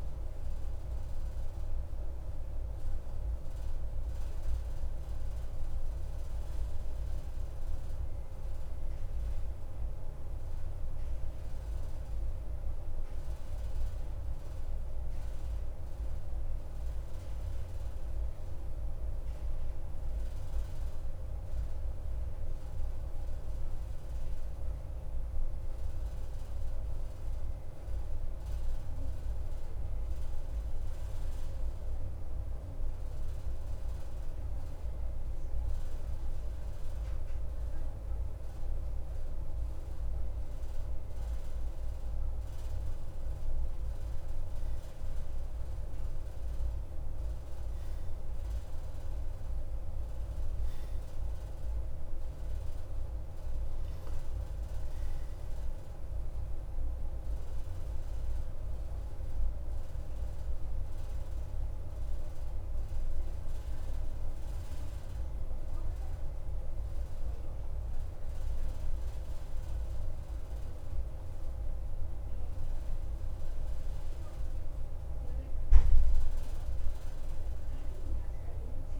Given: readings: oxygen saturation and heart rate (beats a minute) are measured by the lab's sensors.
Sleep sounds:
breathing in sleep, hard to hear, by a room microphone; 1
0.00-14.00 s: oxygen desaturation (device-marked, oxygen 90% lowest, heart rate 54 extreme)
6.00-10.50 s: arousal
12.50-32.00 s: central apnea (oxygen 93% before, 90% lowest, heart rate 56 before, 54 extreme, up 0 after)
34.00-38.00 s: arousal
43.00-79.00 s: oxygen desaturation (device-marked, oxygen 95% before, 90% lowest, heart rate 54 before, 54 extreme)
72.50-77.00 s: arousal
From the record:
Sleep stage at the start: N2 (light sleep); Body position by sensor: on the right side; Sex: male

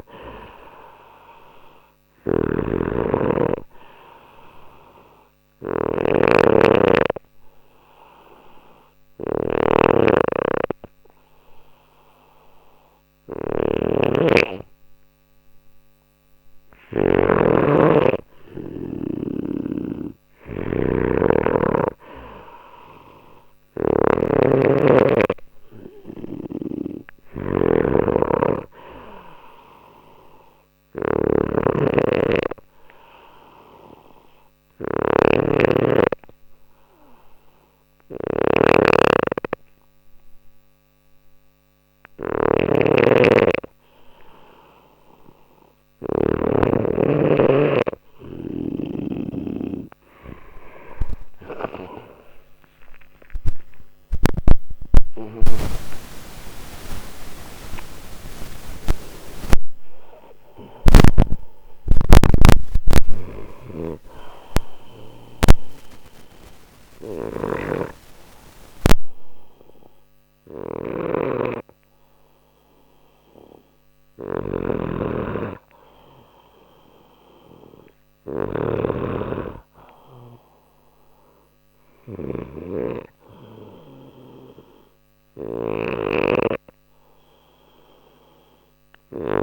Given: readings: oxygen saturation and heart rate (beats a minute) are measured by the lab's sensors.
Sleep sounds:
breathing in sleep by a microphone on the trachea; 3
0.00-17.00 s: snoring (device-marked)
5.50-16.50 s: obstructive apnea (oxygen 94% before, 92% lowest, heart rate 60 before, 59 extreme, up 2 after)
19.00-46.00 s: snoring (device-marked)
21.50-25.50 s: arousal
31.50-44.00 s: obstructive apnea (oxygen 94% before, 92% lowest, heart rate 61 before, 60 extreme, up 2 after)
48.00-53.50 s: snoring (device-marked)
53.50-59.50 s: arousal
62.50-89.43 s: snoring (device-marked)
64.50-75.50 s: obstructive apnea (oxygen 95% before, 93% lowest, heart rate 66 before, 59 extreme, up 1 after)
78.00-81.00 s: arousal
From the record:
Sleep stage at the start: N2 (light sleep); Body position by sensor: on the back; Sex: male

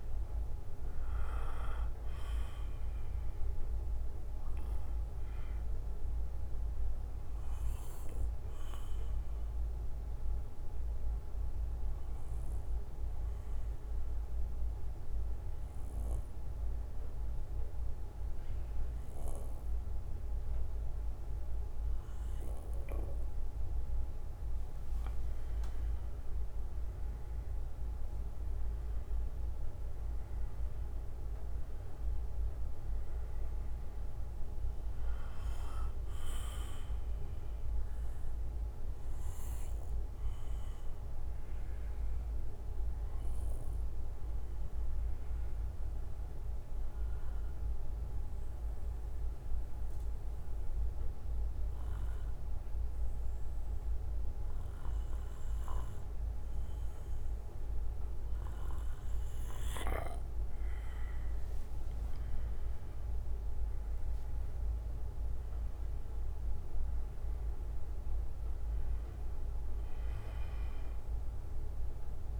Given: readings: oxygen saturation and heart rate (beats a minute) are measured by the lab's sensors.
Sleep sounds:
breathing in sleep, hard to hear, by a room microphone; 2
6.50-24.50 s: obstructive apnea (oxygen 97% before, 92% lowest, heart rate 63 before, 49 extreme, up 9 after)
8.50-10.50 s: bradycardia (device-marked, heart rate 61 before, 55 extreme)
11.50-14.50 s: bradycardia (device-marked, heart rate 61 before, 56 extreme)
16.50-18.50 s: bradycardia (device-marked, heart rate 61 before, 59 extreme)
19.50-23.50 s: bradycardia (device-marked, heart rate 61 before, 58 extreme)
27.50-29.50 s: bradycardia (device-marked, heart rate 61 before, 66 extreme)
27.50-31.50 s: arousal
35.50-37.50 s: bradycardia (device-marked, heart rate 61 before, 63 extreme)
38.50-45.50 s: bradycardia (device-marked, heart rate 61 before, 49 extreme)
40.50-61.50 s: obstructive apnea (oxygen 96% before, 92% lowest, heart rate 62 before, 49 extreme, up 21 after)
47.50-59.50 s: bradycardia (device-marked, heart rate 61 before, 49 extreme)
48.50-58.50 s: oxygen desaturation (device-marked, oxygen 95% before, 92% lowest, heart rate 59 before, 49 extreme)
64.00-67.50 s: arousal
From the record:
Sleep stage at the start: N2 (light sleep); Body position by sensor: on the back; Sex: male

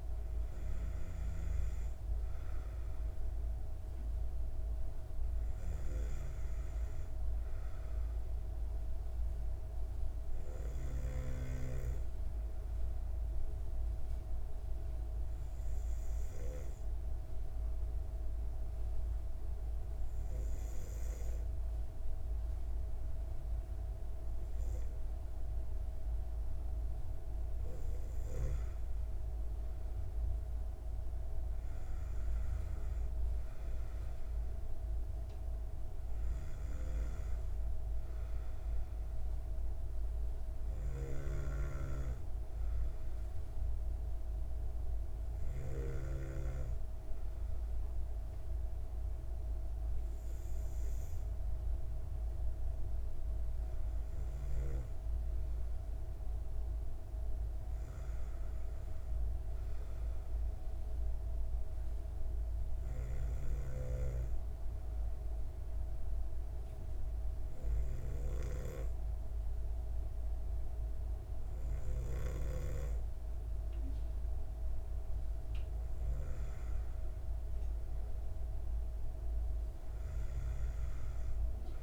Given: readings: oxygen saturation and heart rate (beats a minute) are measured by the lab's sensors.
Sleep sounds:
breathing in sleep by a room microphone; 2
16.50-27.50 s: obstructive apnea (oxygen 96% before, 94% lowest, heart rate 66 before, 61 extreme, up 6 after)
29.00-32.50 s: arousal
60.50-74.00 s: hypopnea (oxygen 96% before, 94% lowest, heart rate 66 before, 61 extreme, up 8 after)
76.50-79.50 s: arousal
From the record:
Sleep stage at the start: N2 (light sleep); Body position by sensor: on the back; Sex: female

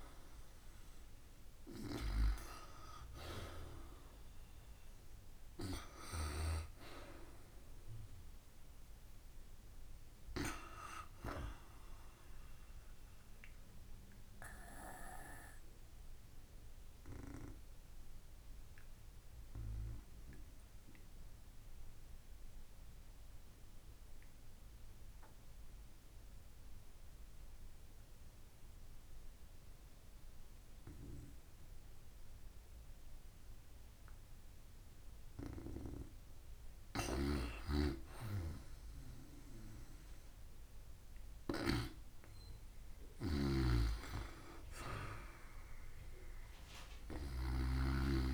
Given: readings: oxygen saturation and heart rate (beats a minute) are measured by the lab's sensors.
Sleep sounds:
breathing in sleep by a room microphone; 1
0.00-1.50 s: arousal
13.50-34.50 s: obstructive apnea (oxygen 97% before, 86% lowest, heart rate 62 before, 53 extreme, up 32 after)
25.50-48.34 s: oxygen desaturation (device-marked, oxygen 94% before, 86% lowest, heart rate 61 before, 52 extreme)
36.50-47.00 s: snoring (device-marked)
37.00-42.00 s: arousal
From the record:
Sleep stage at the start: N2 (light sleep); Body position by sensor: on the back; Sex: female

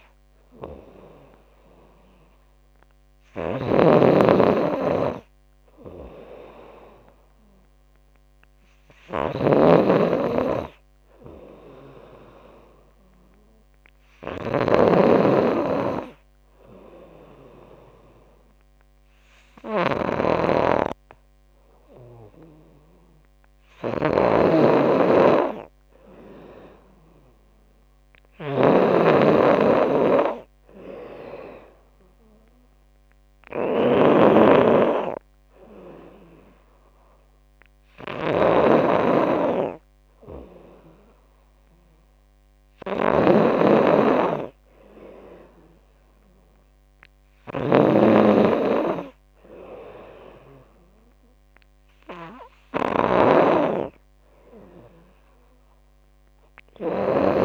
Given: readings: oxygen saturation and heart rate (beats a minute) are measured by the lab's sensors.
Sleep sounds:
breathing in sleep by a microphone on the trachea; none
0.00-57.45 s: snoring (device-marked)
33.50-49.50 s: oxygen desaturation (device-marked, oxygen 94% before, 90% lowest, heart rate 80 before, 77 extreme)
51.50-57.45 s: oxygen desaturation (device-marked, oxygen 94% before, 91% lowest, heart rate 82 before, 77 extreme)
From the record:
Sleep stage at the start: N2 (light sleep); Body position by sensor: on the back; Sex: female

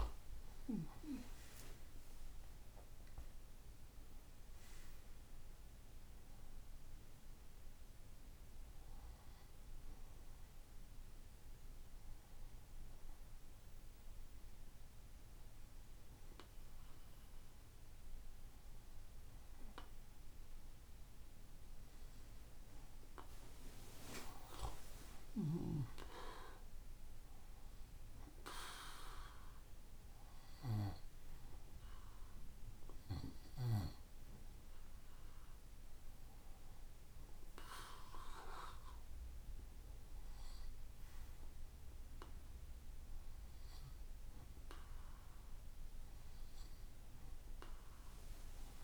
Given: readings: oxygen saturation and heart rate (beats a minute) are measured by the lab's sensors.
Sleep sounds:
breathing in sleep by a room microphone; 1
10.00-22.50 s: obstructive apnea (oxygen 97% before, 95% lowest, heart rate 71 before, 62 extreme, up 16 after)
24.50-28.50 s: arousal
From the record:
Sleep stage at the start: N2 (light sleep); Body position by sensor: on the right side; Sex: male

